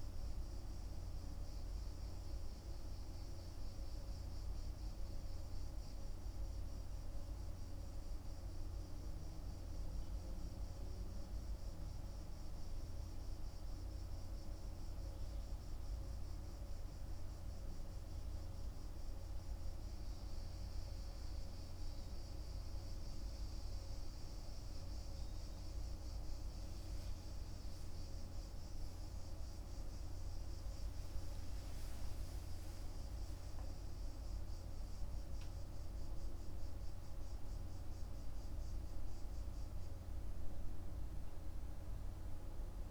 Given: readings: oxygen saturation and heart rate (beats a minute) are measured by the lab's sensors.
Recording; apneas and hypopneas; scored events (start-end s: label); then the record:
breathing in sleep, hard to hear, by a room microphone; 1
2.00-22.00 s: hypopnea (oxygen 98% before, 94% lowest, heart rate 54 before, 48 extreme, up 9 after)
26.00-42.91 s: oxygen desaturation (device-marked, oxygen 98% before, 94% lowest, heart rate 50 before, 48 extreme)
26.50-32.00 s: arousal
From the record:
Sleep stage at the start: N2 (light sleep); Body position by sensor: on the back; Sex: male